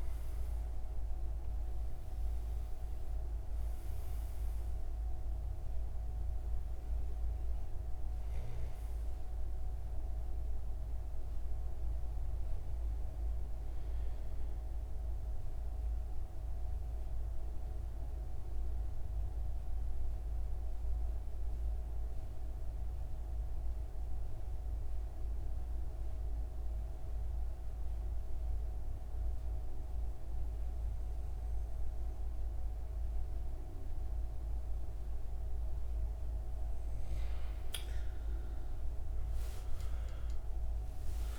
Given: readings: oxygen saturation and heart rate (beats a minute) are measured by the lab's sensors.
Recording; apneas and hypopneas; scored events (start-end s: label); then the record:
breathing in sleep, hard to hear, by a room microphone; 1
0.00-19.00 s: oxygen desaturation (device-marked, oxygen 91% lowest)
15.50-36.00 s: mixed apnea (oxygen 96% before, 92% lowest)
37.00-41.39 s: oxygen desaturation (device-marked, oxygen 97% before, 92% lowest)
40.00-41.39 s: arousal
From the record:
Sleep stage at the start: N2 (light sleep); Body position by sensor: on the right side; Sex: male